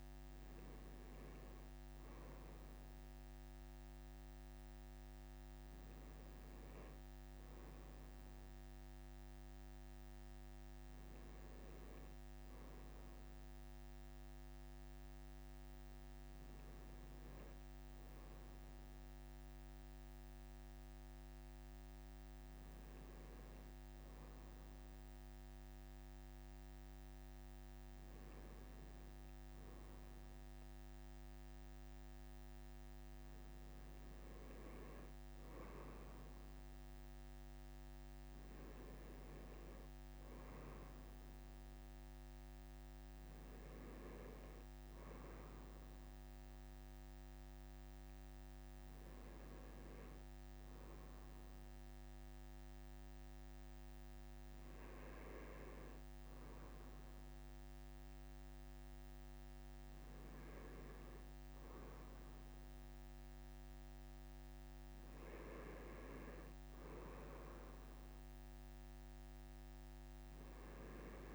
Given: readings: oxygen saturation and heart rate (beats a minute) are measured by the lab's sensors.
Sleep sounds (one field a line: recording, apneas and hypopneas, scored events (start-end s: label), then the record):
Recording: breathing in sleep by a microphone on the trachea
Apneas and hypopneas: none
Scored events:
none scored
From the record:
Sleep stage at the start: N2 (light sleep)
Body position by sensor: on the right side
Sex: male